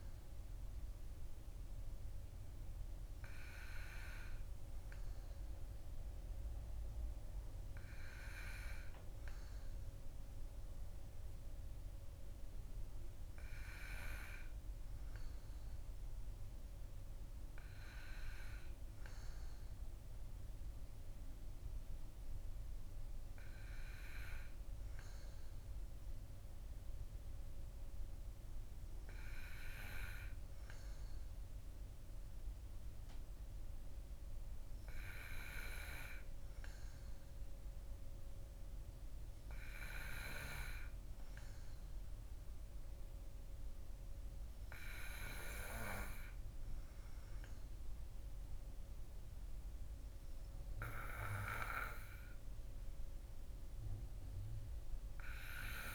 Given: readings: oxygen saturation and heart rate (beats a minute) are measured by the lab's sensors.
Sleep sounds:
breathing in sleep by a room microphone; none
none scored
From the record:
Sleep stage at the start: N2 (light sleep); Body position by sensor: on the right side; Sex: male

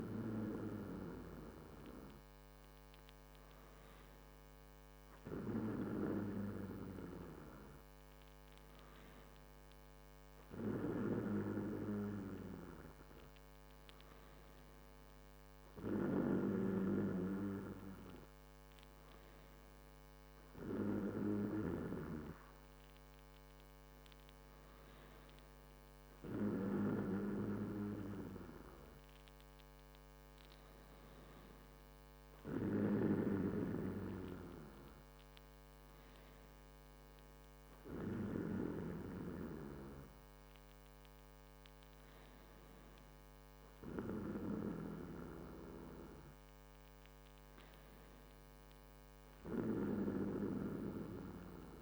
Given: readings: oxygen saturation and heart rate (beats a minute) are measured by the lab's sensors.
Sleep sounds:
breathing in sleep by a microphone on the trachea; none
none scored
From the record:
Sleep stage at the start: N2 (light sleep); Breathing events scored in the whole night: 78 in 6.0 hours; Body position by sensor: on the back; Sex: male

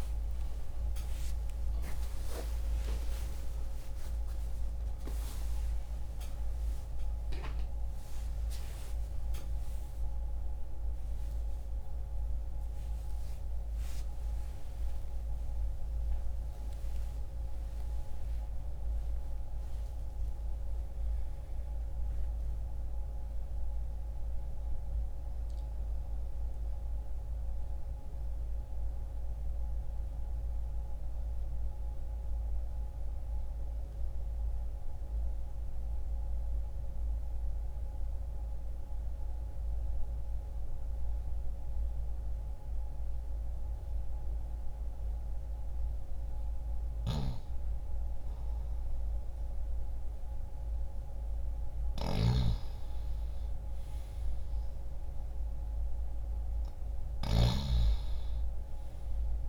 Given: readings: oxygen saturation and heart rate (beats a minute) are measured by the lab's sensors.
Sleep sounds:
a person partly awake in a sleep study, hard to hear, by a room microphone; 1
0.00-8.50 s: oxygen desaturation (device-marked, oxygen 90% lowest, heart rate 70 extreme)
20.50-59.49 s: new sleep stage, N2 (light sleep)
33.50-46.50 s: mixed apnea (oxygen 99% before, 85% lowest, heart rate 160 before, 34 extreme)
46.50-59.49 s: oxygen desaturation (device-marked, oxygen 98% before, 87% lowest)
51.00-55.00 s: arousal
51.00-57.00 s: snoring (device-marked)
From the record:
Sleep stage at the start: awake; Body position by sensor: on the left side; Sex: male

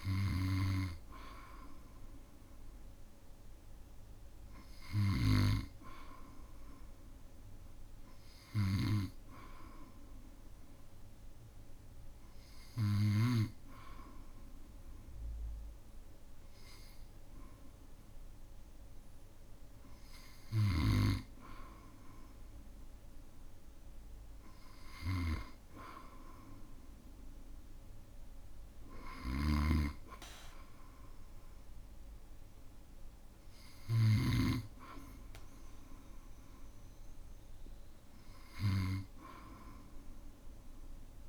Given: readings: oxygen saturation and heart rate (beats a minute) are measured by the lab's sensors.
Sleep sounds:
breathing in sleep by a room microphone; none
5.00-13.50 s: snoring (device-marked)
20.50-34.50 s: snoring (device-marked)
From the record:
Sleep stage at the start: N2 (light sleep); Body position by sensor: on the back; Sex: male

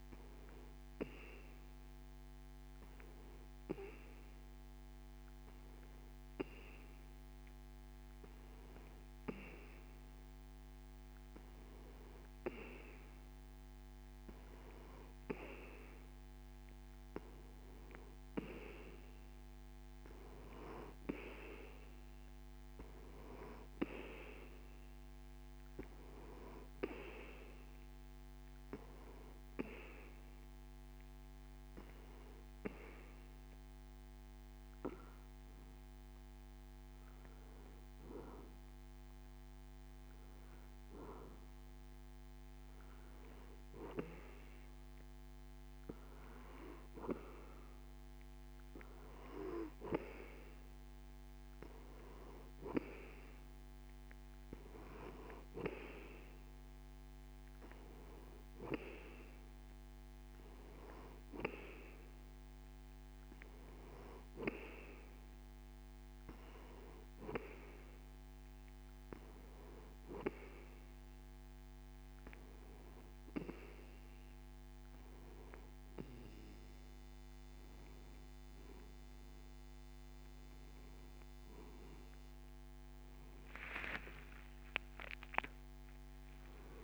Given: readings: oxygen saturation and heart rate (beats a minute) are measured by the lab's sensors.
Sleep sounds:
breathing in sleep by a microphone on the trachea; none
84.00-86.83 s: arousal
From the record:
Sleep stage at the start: N2 (light sleep); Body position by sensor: on the back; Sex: male

